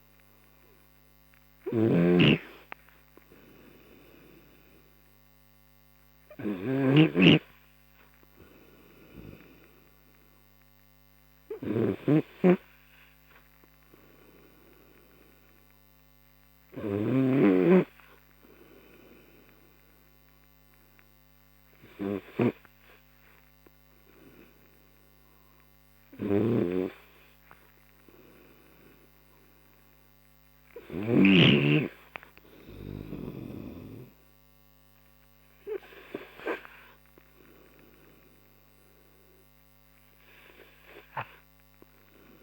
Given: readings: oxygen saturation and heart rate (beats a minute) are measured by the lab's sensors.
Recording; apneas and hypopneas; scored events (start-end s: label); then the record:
breathing in sleep by a microphone on the trachea; none
1.50-17.50 s: snoring (device-marked)
From the record:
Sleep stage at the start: N3 (deep sleep); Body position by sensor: on the right side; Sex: male